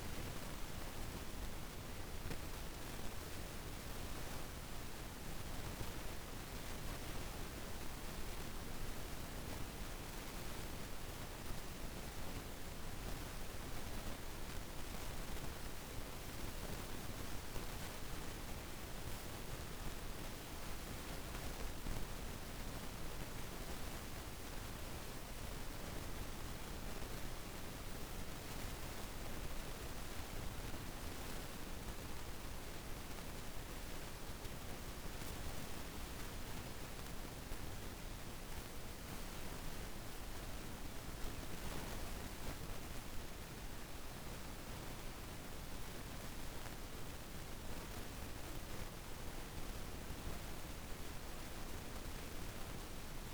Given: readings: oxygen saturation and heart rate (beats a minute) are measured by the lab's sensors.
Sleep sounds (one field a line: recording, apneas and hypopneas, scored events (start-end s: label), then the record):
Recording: breathing in sleep, hard to hear, by a room microphone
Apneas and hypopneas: none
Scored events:
0.00-4.00 s: oxygen desaturation (device-marked, oxygen 88% lowest, heart rate 53 extreme)
17.00-53.34 s: new sleep stage, N2 (light sleep)
From the record:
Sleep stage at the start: REM sleep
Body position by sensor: on the back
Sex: female